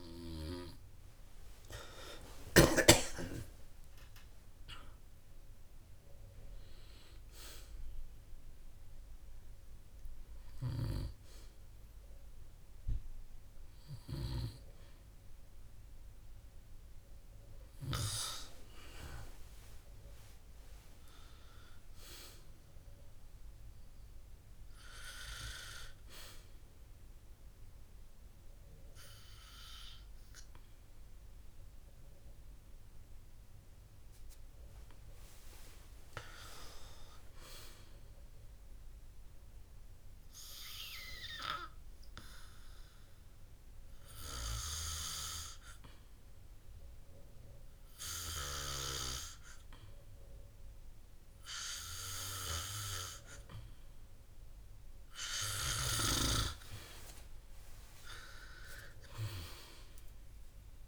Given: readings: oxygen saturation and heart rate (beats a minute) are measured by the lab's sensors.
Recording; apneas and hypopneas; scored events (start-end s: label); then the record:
breathing in sleep by a room microphone; 2
20.00-22.50 s: arousal
26.00-36.50 s: hypopnea (oxygen 98% before, 96% lowest, heart rate 63 before, 58 extreme, up 5 after)
38.00-41.00 s: arousal
45.00-56.50 s: hypopnea (oxygen 99% before, 96% lowest, heart rate 61 before, 53 extreme, up 12 after)
58.50-60.88 s: arousal
From the record:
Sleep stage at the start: N2 (light sleep); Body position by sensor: on the back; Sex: male